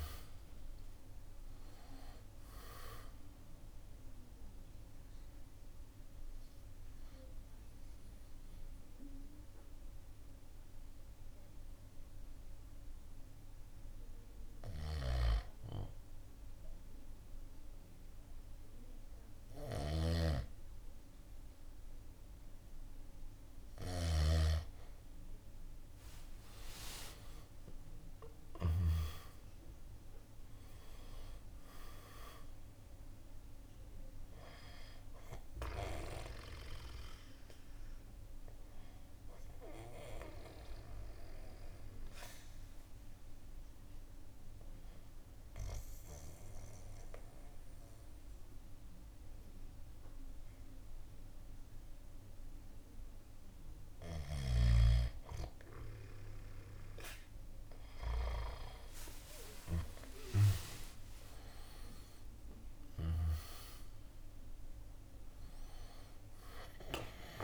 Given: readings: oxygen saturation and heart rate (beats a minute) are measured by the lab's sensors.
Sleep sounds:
breathing in sleep by a room microphone; 2
0.00-9.50 s: drop in pulse transit time (device-marked, heart rate 62 extreme)
1.50-20.50 s: oxygen desaturation (device-marked, oxygen 97% before, 87% lowest, heart rate 66 before, 57 extreme)
6.00-23.00 s: hypopnea (oxygen 98% before, 87% lowest, heart rate 67 before, 57 extreme, up 6 after)
24.00-29.00 s: snoring (device-marked)
25.00-29.50 s: arousal
27.50-39.50 s: drop in pulse transit time (device-marked, heart rate 64 before, 58 extreme)
29.50-52.50 s: oxygen desaturation (device-marked, oxygen 98% before, 90% lowest, heart rate 64 before, 57 extreme)
37.00-55.00 s: mixed apnea (oxygen 98% before, 89% lowest, heart rate 65 before, 57 extreme, up 7 after)
59.00-64.00 s: arousal
63.50-67.44 s: drop in pulse transit time (device-marked, heart rate 63 before, 57 extreme)
63.50-67.44 s: oxygen desaturation (device-marked, oxygen 97% before, 89% lowest, heart rate 63 before, 57 extreme)
From the record:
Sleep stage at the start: N2 (light sleep); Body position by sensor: on the back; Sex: male

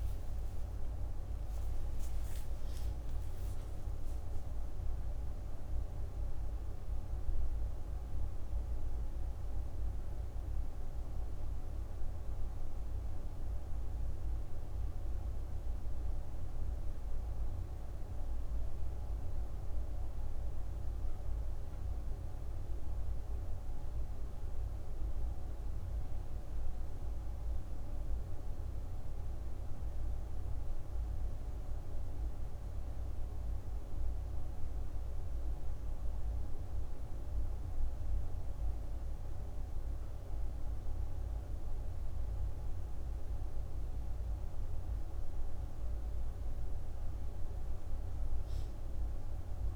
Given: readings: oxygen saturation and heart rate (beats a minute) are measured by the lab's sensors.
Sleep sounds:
breathing in sleep, hard to hear, by a room microphone; none
0.00-3.50 s: arousal
From the record:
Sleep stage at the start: N1 (lightest sleep); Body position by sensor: on the right side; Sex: female

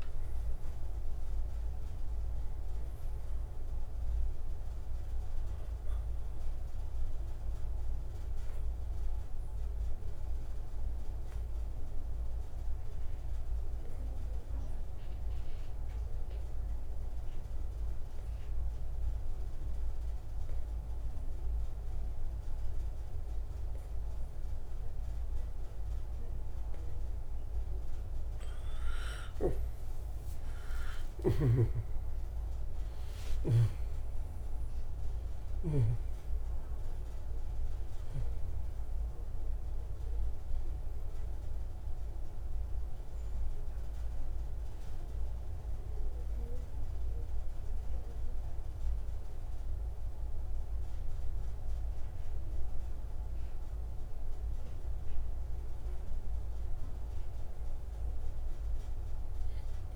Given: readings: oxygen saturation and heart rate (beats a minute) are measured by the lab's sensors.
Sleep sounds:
breathing in sleep, hard to hear, by a room microphone; 1
0.00-6.00 s: oxygen desaturation (device-marked, oxygen 84% lowest)
8.50-28.50 s: obstructive apnea (oxygen 98% before, 84% lowest, heart rate 163 before, 47 extreme, up 36 after)
31.00-35.50 s: arousal
31.00-59.96 s: oxygen desaturation (device-marked, oxygen 97% before, 84% lowest)
31.50-36.00 s: snoring (device-marked)
From the record:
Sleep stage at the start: N2 (light sleep); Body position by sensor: on the right side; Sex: male

